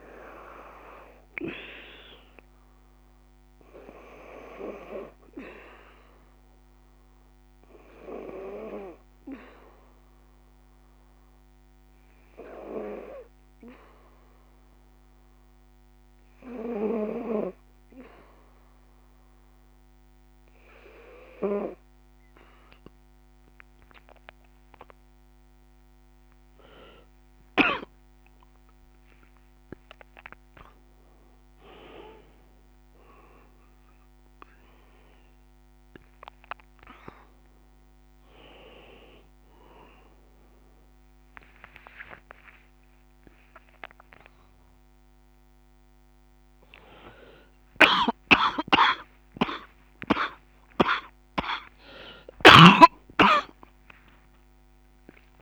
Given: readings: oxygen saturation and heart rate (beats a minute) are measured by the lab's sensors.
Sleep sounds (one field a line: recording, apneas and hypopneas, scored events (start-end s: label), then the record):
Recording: a person awake in a sleep study, by a microphone on the trachea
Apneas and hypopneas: 1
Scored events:
0.00-20.50 s: oxygen desaturation (device-marked, oxygen 86% lowest, heart rate 59 extreme)
4.00-25.00 s: hypopnea (oxygen 91% before, 86% lowest, heart rate 64 before, 59 extreme, up 16 after)
24.50-55.42 s: new sleep stage, awake
47.00-52.00 s: snoring (device-marked)
From the record:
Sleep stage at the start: N2 (light sleep)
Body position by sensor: on the back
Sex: female